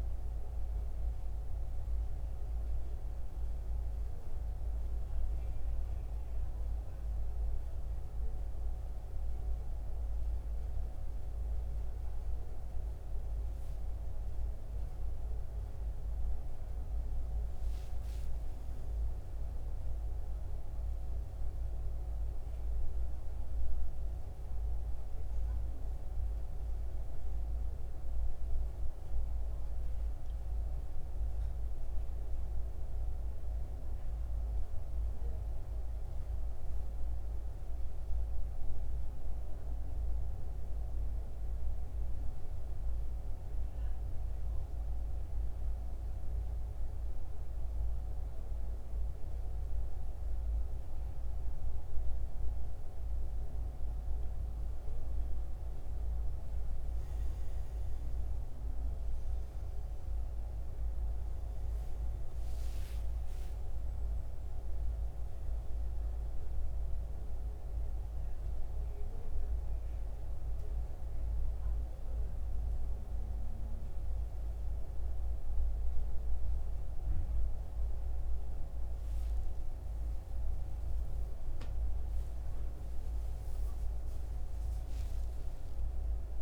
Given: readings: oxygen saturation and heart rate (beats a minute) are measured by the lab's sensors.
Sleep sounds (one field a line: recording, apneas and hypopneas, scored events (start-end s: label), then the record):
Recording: breathing in sleep, hard to hear, by a room microphone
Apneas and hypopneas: 1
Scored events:
28.00-58.00 s: new sleep stage, N2 (light sleep)
40.00-53.50 s: hypopnea (oxygen 92% before, 85% lowest, heart rate 77 before, 69 extreme, up 12 after)
55.00-59.00 s: arousal
58.00-86.42 s: new sleep stage, N1 (lightest sleep)
62.00-78.00 s: oxygen desaturation (device-marked, oxygen 90% before, 85% lowest, heart rate 73 before, 70 extreme)
From the record:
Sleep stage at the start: N1 (lightest sleep)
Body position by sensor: on the back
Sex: male